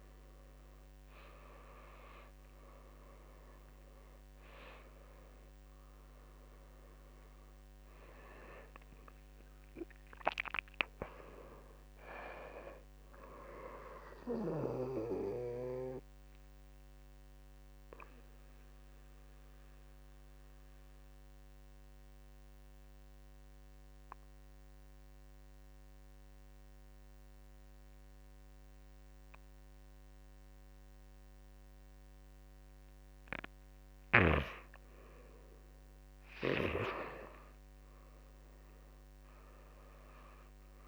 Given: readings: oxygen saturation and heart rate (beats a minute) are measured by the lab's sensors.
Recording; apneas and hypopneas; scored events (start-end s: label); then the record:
breathing in sleep by a microphone on the trachea; 1
0.00-1.50 s: arousal
0.00-30.00 s: oxygen desaturation (device-marked, oxygen 82% lowest, heart rate 47 extreme)
3.00-19.00 s: drop in pulse transit time (device-marked, heart rate 55 before, 58 extreme)
8.50-12.00 s: arousal
16.50-34.00 s: obstructive apnea (oxygen 97% before, 86% lowest, heart rate 66 before, 47 extreme, up 15 after)
37.00-40.00 s: arousal
38.00-40.88 s: oxygen desaturation (device-marked, oxygen 100% before, 87% lowest, heart rate 51 before, 46 extreme)
From the record:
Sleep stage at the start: N2 (light sleep); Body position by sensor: on the back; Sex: male